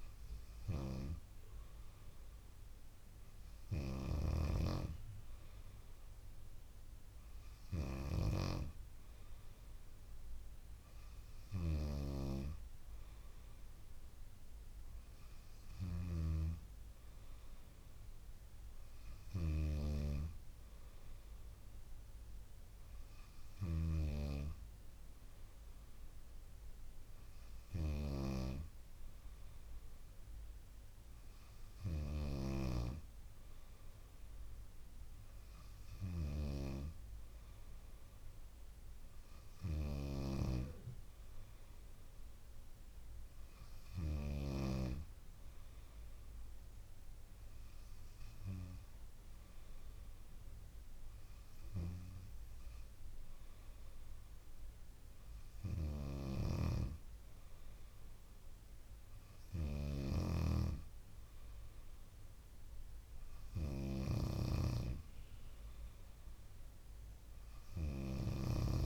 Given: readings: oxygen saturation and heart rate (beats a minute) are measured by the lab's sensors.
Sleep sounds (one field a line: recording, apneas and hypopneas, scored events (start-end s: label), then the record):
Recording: breathing in sleep by a room microphone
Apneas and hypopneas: none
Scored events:
4.00-16.50 s: snoring (device-marked)
23.50-33.00 s: snoring (device-marked)
40.00-45.00 s: snoring (device-marked)
56.00-68.85 s: snoring (device-marked)
From the record:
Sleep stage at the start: N2 (light sleep)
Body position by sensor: on the back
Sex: female